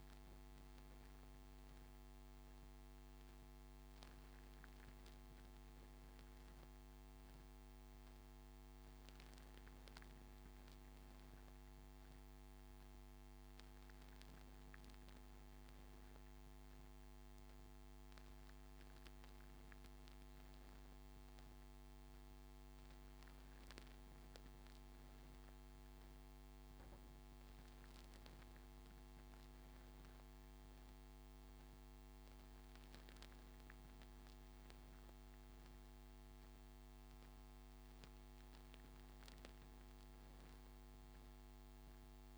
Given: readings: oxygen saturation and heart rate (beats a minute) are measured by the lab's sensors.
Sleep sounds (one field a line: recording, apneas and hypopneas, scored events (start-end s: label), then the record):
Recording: breathing in sleep, hard to hear, by a microphone on the trachea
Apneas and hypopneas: none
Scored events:
none scored
From the record:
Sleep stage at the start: N3 (deep sleep)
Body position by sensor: on the front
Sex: male